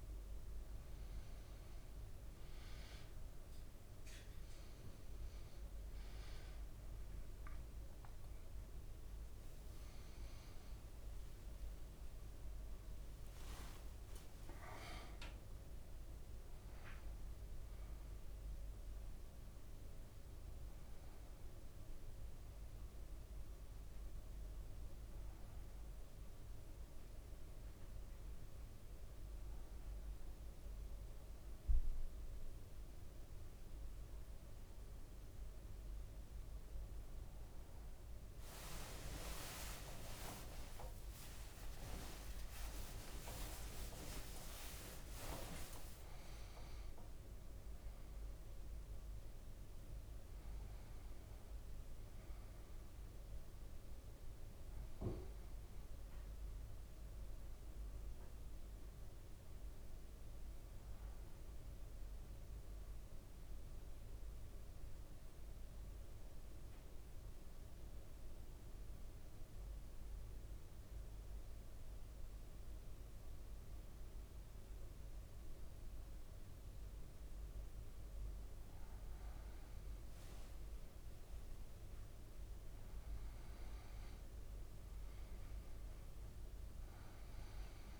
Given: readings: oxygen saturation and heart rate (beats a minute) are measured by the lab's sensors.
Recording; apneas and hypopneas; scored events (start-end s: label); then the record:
breathing in sleep by a room microphone; 2
0.00-3.00 s: arousal
0.00-32.00 s: oxygen desaturation (device-marked, oxygen 94% lowest, heart rate 56 extreme)
12.50-18.00 s: arousal
13.50-15.50 s: leg movement (device-marked)
31.50-44.00 s: hypopnea (oxygen 98% before, 93% lowest, heart rate 60 before, 56 extreme, up 10 after)
37.50-46.00 s: leg movement (device-marked)
46.00-51.50 s: arousal
64.00-78.50 s: obstructive apnea (oxygen 99% before, 93% lowest, heart rate 63 before, 57 extreme, up 3 after)
79.50-82.00 s: leg movement (device-marked)
80.00-84.50 s: arousal
84.00-88.00 s: oxygen desaturation (device-marked, oxygen 98% before, 93% lowest, heart rate 58 before, 57 extreme)
From the record:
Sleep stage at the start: N1 (lightest sleep); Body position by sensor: on the back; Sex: male